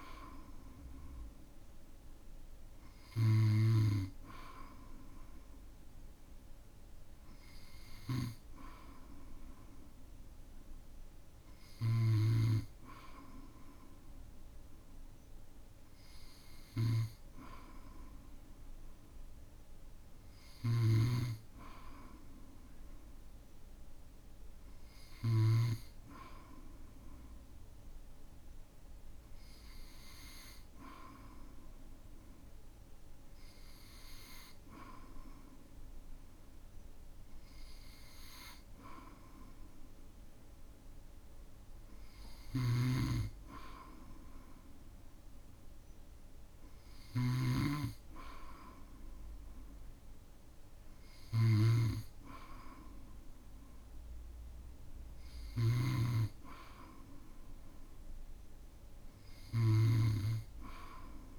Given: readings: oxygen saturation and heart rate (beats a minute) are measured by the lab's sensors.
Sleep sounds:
breathing in sleep by a room microphone; none
8.00-12.00 s: snoring (device-marked)
42.50-61.39 s: snoring (device-marked)
From the record:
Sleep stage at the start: N2 (light sleep); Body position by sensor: on the back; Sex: male

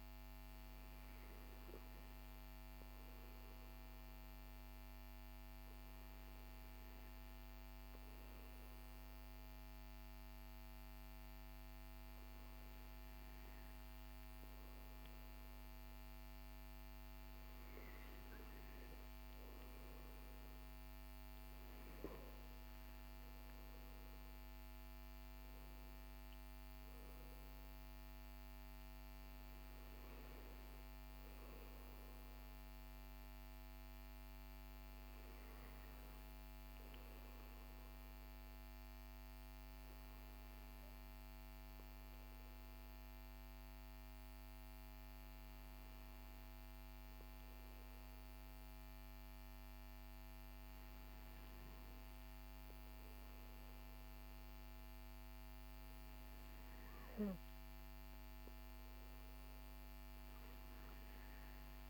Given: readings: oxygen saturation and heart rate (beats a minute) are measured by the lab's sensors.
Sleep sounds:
breathing in sleep, hard to hear, by a microphone on the trachea; 2
1.00-16.50 s: obstructive apnea (oxygen 97% before, 95% lowest, heart rate 52 before, 47 extreme, up 13 after)
20.00-25.00 s: arousal
35.50-57.50 s: obstructive apnea (oxygen 97% before, 95% lowest, heart rate 56 before, 46 extreme, up 9 after)
59.00-61.90 s: arousal
From the record:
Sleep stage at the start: N2 (light sleep); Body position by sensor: on the back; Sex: male

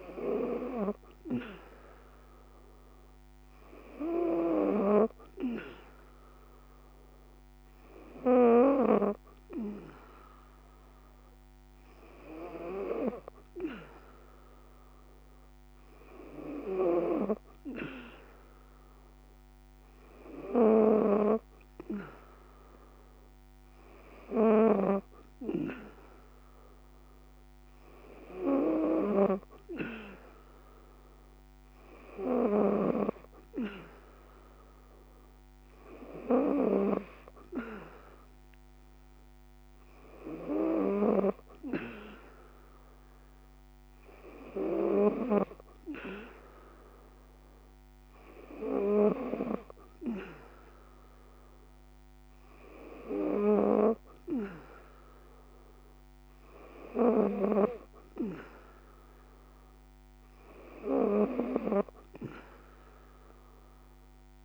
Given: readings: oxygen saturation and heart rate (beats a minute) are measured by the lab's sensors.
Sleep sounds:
breathing in sleep by a microphone on the trachea; none
37.50-64.45 s: new sleep stage, N3 (deep sleep)
From the record:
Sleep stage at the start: N2 (light sleep); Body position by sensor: on the back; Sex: female

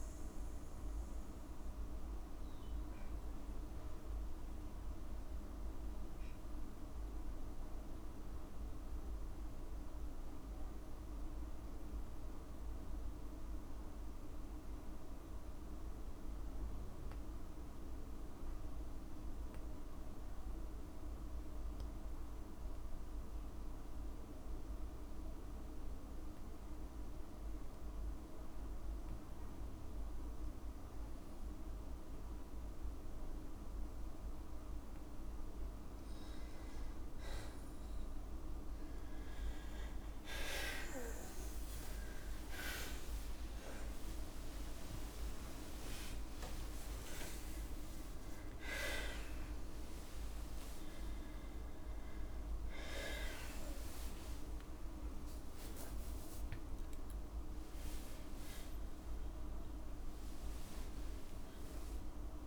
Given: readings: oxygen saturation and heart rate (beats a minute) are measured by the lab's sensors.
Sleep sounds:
breathing in sleep, hard to hear, by a room microphone; 1
7.00-34.00 s: obstructive apnea (oxygen 96% before, 92% lowest, heart rate 62 before, 55 extreme, up 6 after)
8.50-24.50 s: oxygen desaturation (device-marked, oxygen 95% before, 92% lowest, heart rate 62 before, 55 extreme)
39.50-46.50 s: arousal
44.00-46.00 s: long interval between heartbeats (device-marked, heart rate 57 before, 69 extreme)
52.50-57.50 s: tachycardia (device-marked, heart rate 59 before, 104 extreme)
From the record:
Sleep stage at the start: N2 (light sleep); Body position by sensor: on the back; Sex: female

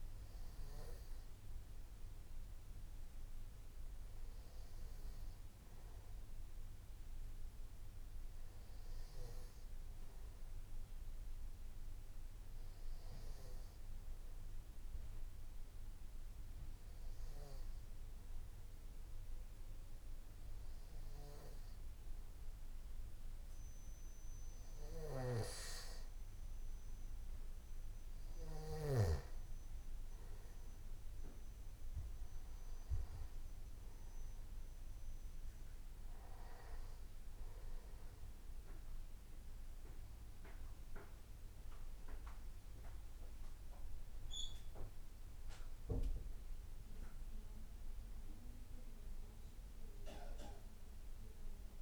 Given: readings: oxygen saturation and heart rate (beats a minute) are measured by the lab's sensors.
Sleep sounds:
breathing in sleep by a room microphone; none
44.00-48.00 s: arousal
From the record:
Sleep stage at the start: N2 (light sleep); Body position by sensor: on the back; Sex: male

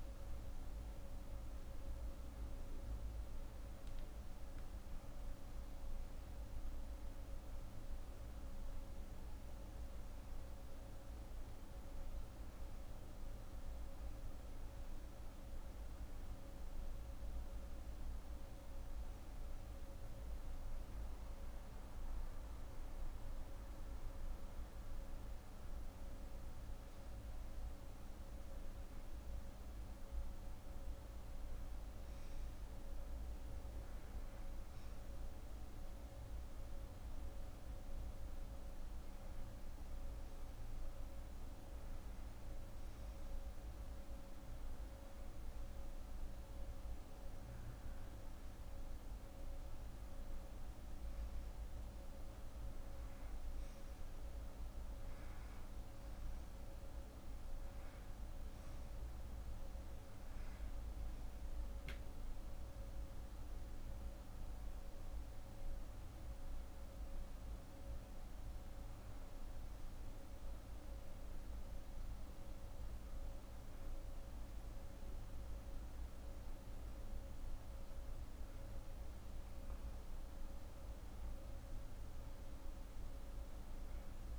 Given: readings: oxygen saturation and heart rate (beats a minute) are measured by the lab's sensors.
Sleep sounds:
breathing in sleep, hard to hear, by a room microphone; none
none scored
From the record:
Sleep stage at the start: N2 (light sleep); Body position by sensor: on the right side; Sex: female

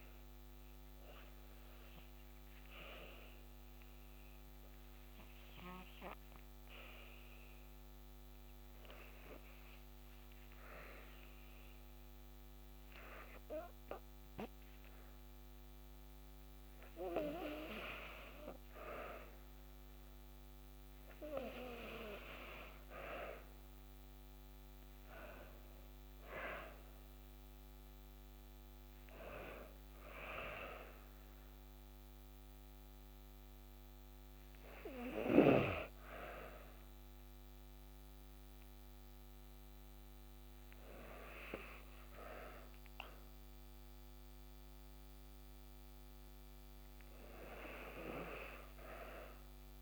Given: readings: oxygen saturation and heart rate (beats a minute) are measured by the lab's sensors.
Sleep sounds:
breathing in sleep by a microphone on the trachea; 1
1.50-17.50 s: hypopnea (oxygen 95% before, 89% lowest, heart rate 54 before, 55 extreme, up 1 after)
8.00-25.00 s: oxygen desaturation (device-marked, oxygen 95% before, 90% lowest, heart rate 55 before, 54 extreme)
19.00-23.00 s: arousal
46.00-49.50 s: arousal
From the record:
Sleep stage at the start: N2 (light sleep); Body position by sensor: on the back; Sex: female

